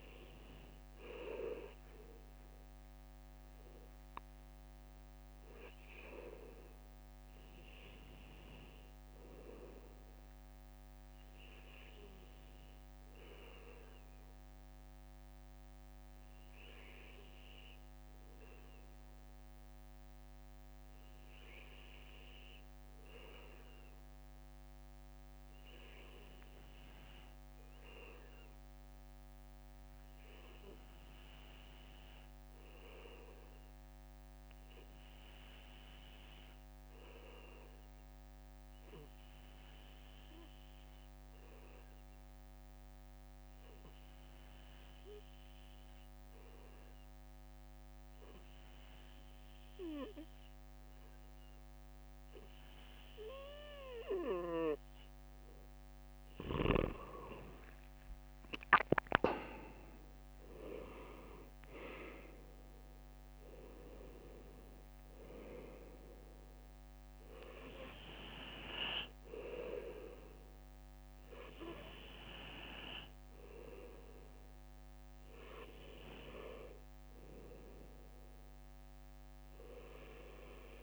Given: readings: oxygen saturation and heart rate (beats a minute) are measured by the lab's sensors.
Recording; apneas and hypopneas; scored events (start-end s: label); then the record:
breathing in sleep by a microphone on the trachea; 1
0.00-5.00 s: bradycardia (device-marked, heart rate 57 extreme)
10.00-28.00 s: bradycardia (device-marked, heart rate 59 before, 55 extreme)
30.50-53.50 s: obstructive apnea (oxygen 98% before, 94% lowest, heart rate 58 before, 58 extreme, up 5 after)
33.00-36.00 s: bradycardia (device-marked, heart rate 59 before, 60 extreme)
40.00-42.00 s: long interval between heartbeats (device-marked, heart rate 58 before, 67 extreme)
43.00-54.00 s: bradycardia (device-marked, heart rate 59 before, 58 extreme)
57.00-61.00 s: arousal
67.00-73.00 s: bradycardia (device-marked, heart rate 59 before, 59 extreme)
78.00-80.83 s: bradycardia (device-marked, heart rate 59 before, 55 extreme)
From the record:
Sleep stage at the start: N2 (light sleep); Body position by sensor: on the back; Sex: male